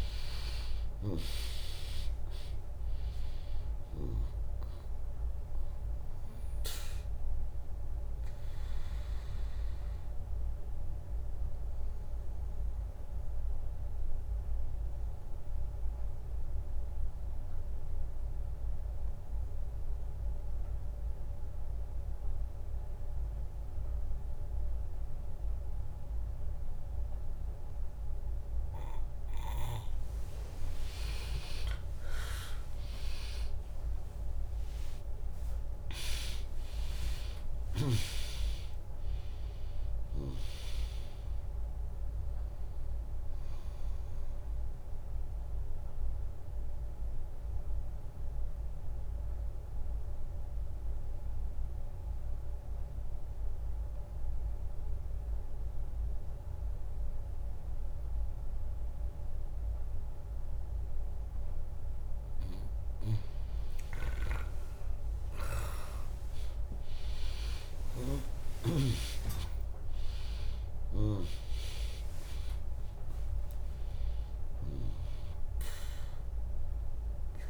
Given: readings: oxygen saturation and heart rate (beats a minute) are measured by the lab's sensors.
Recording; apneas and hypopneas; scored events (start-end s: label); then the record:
breathing in sleep by a room microphone; 2
0.00-10.50 s: drop in pulse transit time (device-marked, heart rate 63 extreme)
0.00-19.50 s: oxygen desaturation (device-marked, oxygen 96% lowest, heart rate 59 extreme)
8.00-29.00 s: obstructive apnea (oxygen 100% before, 96% lowest, heart rate 66 before, 59 extreme, up 12 after)
25.50-27.50 s: bradycardia (device-marked, heart rate 74 before, 64 extreme)
31.00-34.50 s: arousal
33.50-45.50 s: drop in pulse transit time (device-marked, heart rate 72 before, 63 extreme)
36.50-59.50 s: oxygen desaturation (device-marked, oxygen 100% before, 96% lowest, heart rate 70 before, 61 extreme)
44.00-61.50 s: obstructive apnea (oxygen 100% before, 96% lowest, heart rate 70 before, 61 extreme, up 1 after)
64.50-69.00 s: arousal
66.50-77.50 s: drop in pulse transit time (device-marked, heart rate 65 before, 63 extreme)
From the record:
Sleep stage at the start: N2 (light sleep); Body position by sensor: on the back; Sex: female